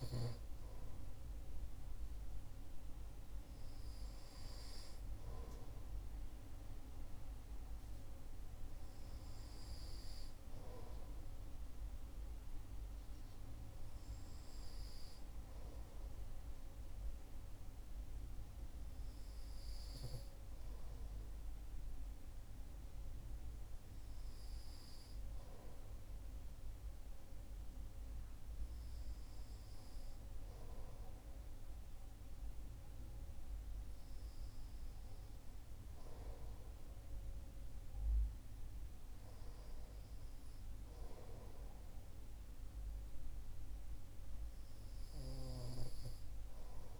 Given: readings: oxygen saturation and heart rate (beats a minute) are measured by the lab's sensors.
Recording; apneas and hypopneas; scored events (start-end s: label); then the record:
breathing in sleep by a room microphone; none
none scored
From the record:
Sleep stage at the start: REM sleep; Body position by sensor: on the right side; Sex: male